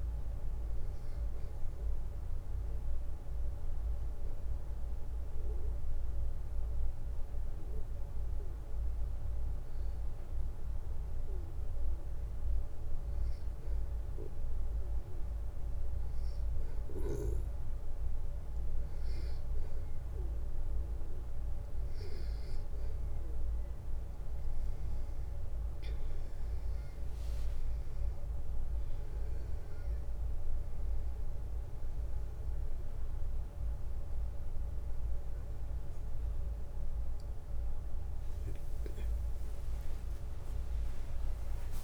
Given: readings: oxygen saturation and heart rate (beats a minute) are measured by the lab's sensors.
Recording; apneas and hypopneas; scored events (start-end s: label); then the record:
a person partly awake in a sleep study, hard to hear, by a room microphone; 1
3.00-17.00 s: hypopnea (oxygen 97% before, 92% lowest, heart rate 185 before, 139 extreme, up 51 after)
22.00-41.84 s: new sleep stage, awake
From the record:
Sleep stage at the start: N2 (light sleep); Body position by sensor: on the back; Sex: male